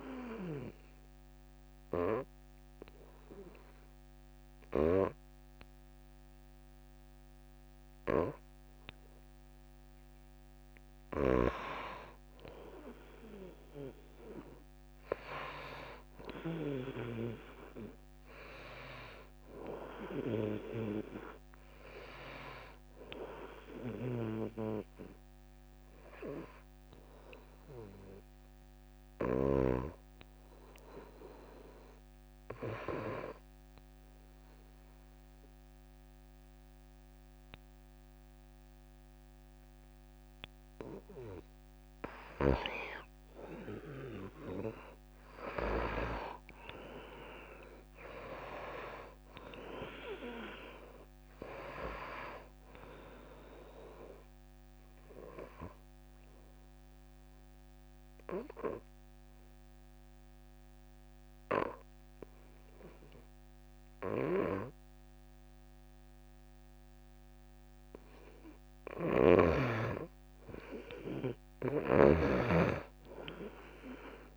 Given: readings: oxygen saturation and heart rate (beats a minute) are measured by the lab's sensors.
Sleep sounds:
breathing in sleep by a microphone on the trachea; 3
0.50-11.50 s: obstructive apnea (oxygen 94% before, 89% lowest)
2.00-15.00 s: oxygen desaturation (device-marked, oxygen 94% before, 89% lowest)
16.00-20.50 s: arousal
26.00-42.00 s: hypopnea (oxygen 96% before, 89% lowest)
44.50-48.50 s: arousal
46.00-65.00 s: oxygen desaturation (device-marked, oxygen 96% before, 89% lowest)
55.50-69.00 s: obstructive apnea (oxygen 96% before, 89% lowest)
71.00-74.00 s: arousal
From the record:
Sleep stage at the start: N2 (light sleep); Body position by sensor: on the back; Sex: female

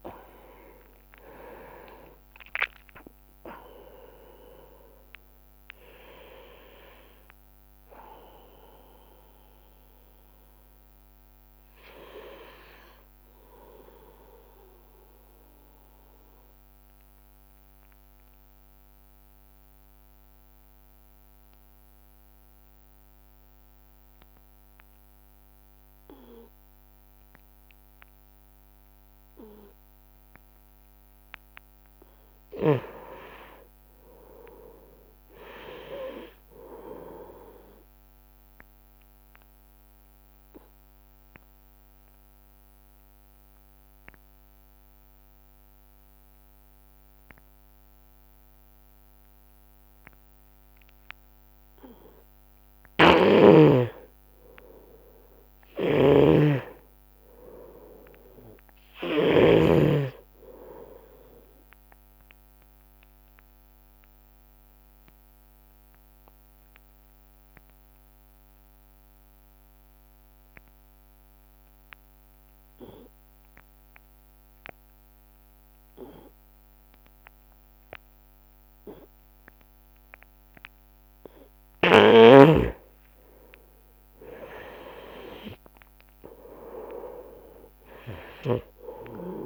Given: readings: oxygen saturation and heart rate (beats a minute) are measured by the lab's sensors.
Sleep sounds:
breathing in sleep by a microphone on the trachea; 3
0.00-24.50 s: oxygen desaturation (device-marked, oxygen 84% lowest)
16.00-32.00 s: obstructive apnea (oxygen 98% before, 84% lowest)
33.50-37.00 s: arousal
39.00-52.50 s: obstructive apnea (oxygen 99% before, 90% lowest)
47.50-57.50 s: oxygen desaturation (device-marked, oxygen 97% before, 92% lowest)
53.00-60.00 s: snoring (device-marked)
56.00-60.00 s: arousal
63.00-80.50 s: obstructive apnea (oxygen 99% before, 88% lowest)
68.50-79.50 s: oxygen desaturation (device-marked, oxygen 97% before, 91% lowest)
82.50-87.50 s: arousal
From the record:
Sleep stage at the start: N2 (light sleep); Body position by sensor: on the right side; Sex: male

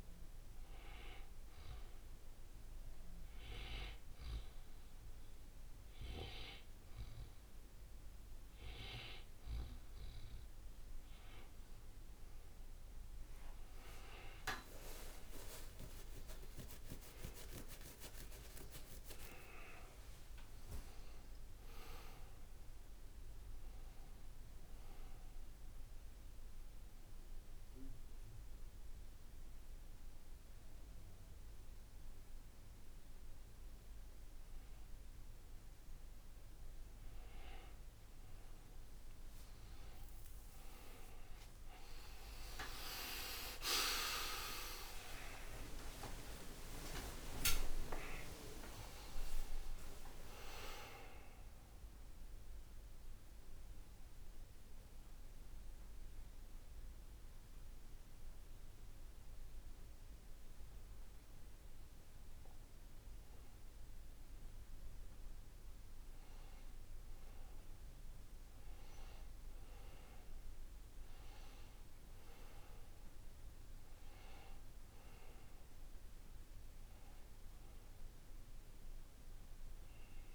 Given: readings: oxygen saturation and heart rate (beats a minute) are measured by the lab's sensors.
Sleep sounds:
breathing in sleep by a room microphone; 3
3.00-13.00 s: hypopnea (oxygen 95% before, 90% lowest, heart rate 62 before, 58 extreme, up 11 after)
14.00-19.50 s: arousal
21.00-38.00 s: oxygen desaturation (device-marked, oxygen 94% before, 91% lowest, heart rate 67 before, 58 extreme)
26.00-37.00 s: obstructive apnea (oxygen 94% before, 90% lowest, heart rate 68 before, 58 extreme, up 13 after)
41.00-47.00 s: arousal
47.00-61.00 s: oxygen desaturation (device-marked, oxygen 97% before, 90% lowest, heart rate 64 before, 54 extreme)
54.50-66.00 s: mixed apnea (oxygen 97% before, 90% lowest, heart rate 71 before, 54 extreme)
74.00-80.35 s: oxygen desaturation (device-marked, oxygen 99% before, 92% lowest, heart rate 64 before, 59 extreme)
77.00-80.35 s: new sleep stage, awake
From the record:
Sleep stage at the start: N2 (light sleep); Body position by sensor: on the back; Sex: male

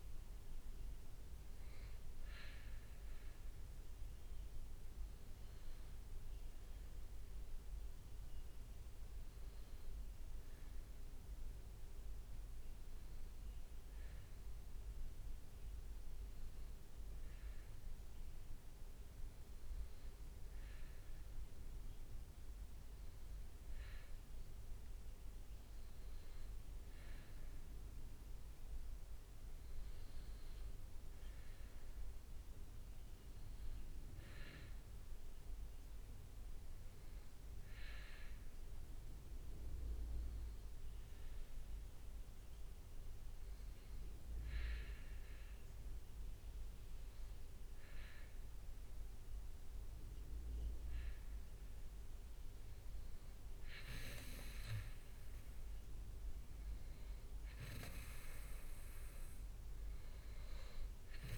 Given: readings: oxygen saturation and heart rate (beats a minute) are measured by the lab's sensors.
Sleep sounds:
breathing in sleep by a room microphone; none
0.00-7.50 s: leg movement (device-marked)
9.50-17.50 s: leg movement (device-marked)
20.00-28.50 s: leg movement (device-marked)
31.00-38.00 s: leg movement (device-marked)
40.50-47.00 s: leg movement (device-marked)
50.00-58.00 s: leg movement (device-marked)
From the record:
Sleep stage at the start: N2 (light sleep); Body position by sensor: on the back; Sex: male

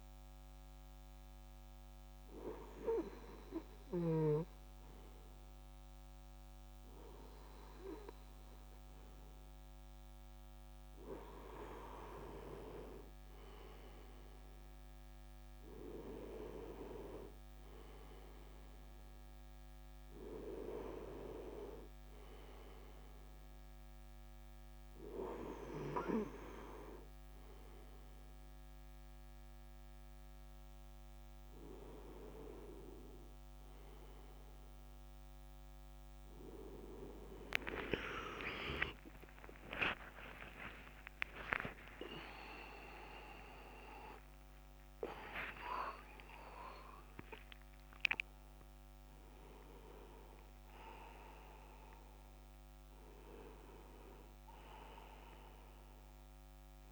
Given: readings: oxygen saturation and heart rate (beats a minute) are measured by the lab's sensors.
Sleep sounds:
breathing in sleep by a microphone on the trachea; none
27.00-56.92 s: new sleep stage, N1 (lightest sleep)
38.00-44.00 s: arousal
From the record:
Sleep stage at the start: REM sleep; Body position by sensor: on the right side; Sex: male

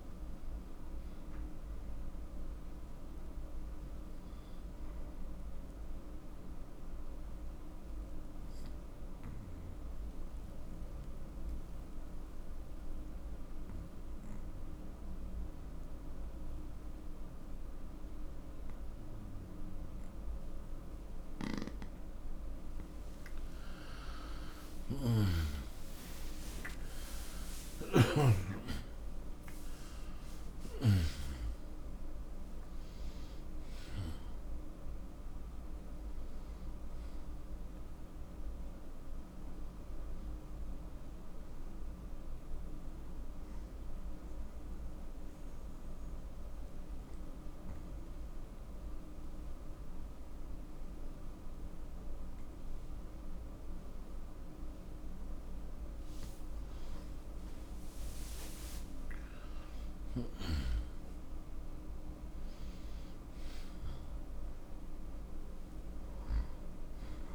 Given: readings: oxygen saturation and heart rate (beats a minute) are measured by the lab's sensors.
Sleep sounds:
breathing in sleep by a room microphone; 2
0.00-15.00 s: oxygen desaturation (device-marked, oxygen 91% lowest, heart rate 61 extreme)
5.00-23.00 s: obstructive apnea (oxygen 97% before, 91% lowest, heart rate 68 before, 61 extreme, up 0 after)
24.50-29.50 s: arousal
27.00-52.00 s: oxygen desaturation (device-marked, oxygen 97% before, 91% lowest, heart rate 62 before, 62 extreme)
43.00-55.50 s: obstructive apnea (oxygen 97% before, 91% lowest, heart rate 65 before, 62 extreme, up 0 after)
57.00-61.00 s: arousal
From the record:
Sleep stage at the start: N2 (light sleep); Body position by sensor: on the right side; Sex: male

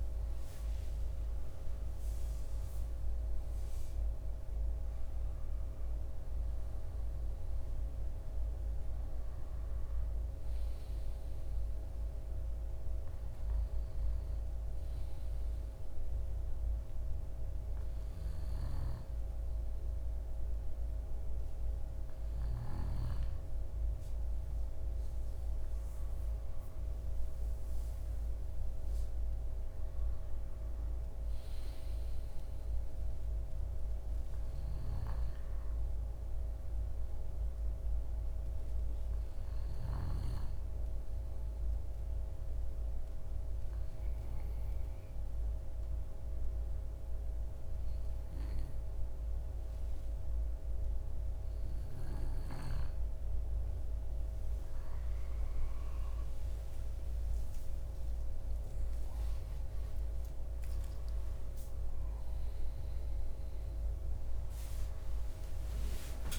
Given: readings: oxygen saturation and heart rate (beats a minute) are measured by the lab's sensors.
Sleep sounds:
breathing in sleep, hard to hear, by a room microphone; 1
38.50-52.00 s: obstructive apnea (oxygen 97% before, 94% lowest, heart rate 46 before, 37 extreme, up 4 after)
56.00-61.00 s: arousal
From the record:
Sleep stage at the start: N2 (light sleep); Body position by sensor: on the left side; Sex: male

